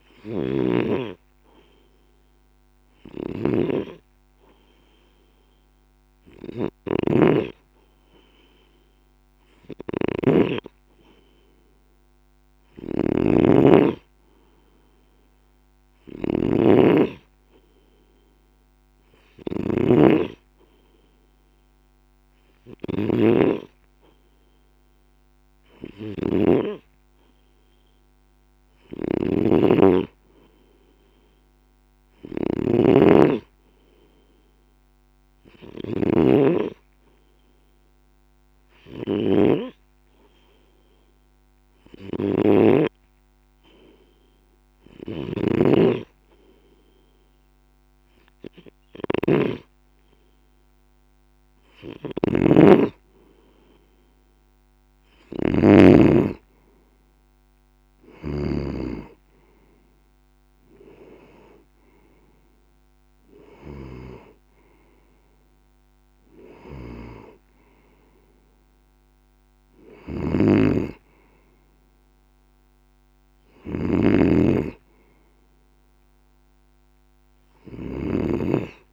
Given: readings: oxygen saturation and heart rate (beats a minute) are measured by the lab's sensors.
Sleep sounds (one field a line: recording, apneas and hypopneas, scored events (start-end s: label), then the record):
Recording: breathing in sleep by a microphone on the trachea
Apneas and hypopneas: 1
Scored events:
0.00-55.50 s: snoring (device-marked)
27.50-31.00 s: arousal
35.00-46.00 s: hypopnea (oxygen 95% before, 93% lowest, heart rate 52 before, 52 extreme, up 2 after)
50.50-53.50 s: arousal
69.50-78.93 s: snoring (device-marked)
From the record:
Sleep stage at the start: N2 (light sleep)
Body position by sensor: on the left side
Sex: male